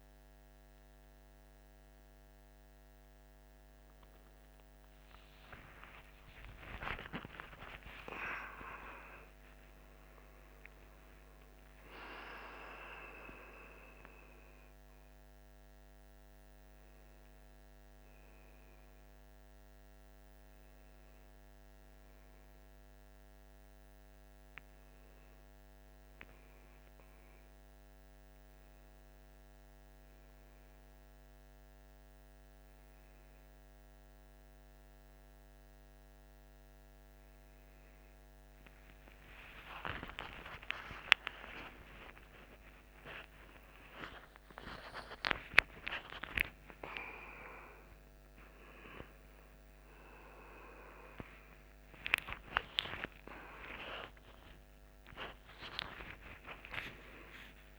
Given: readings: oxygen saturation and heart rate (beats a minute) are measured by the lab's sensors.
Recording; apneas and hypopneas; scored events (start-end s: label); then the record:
a person awake in a sleep study, by a microphone on the trachea; none
none scored
From the record:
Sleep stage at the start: awake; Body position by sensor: on the back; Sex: male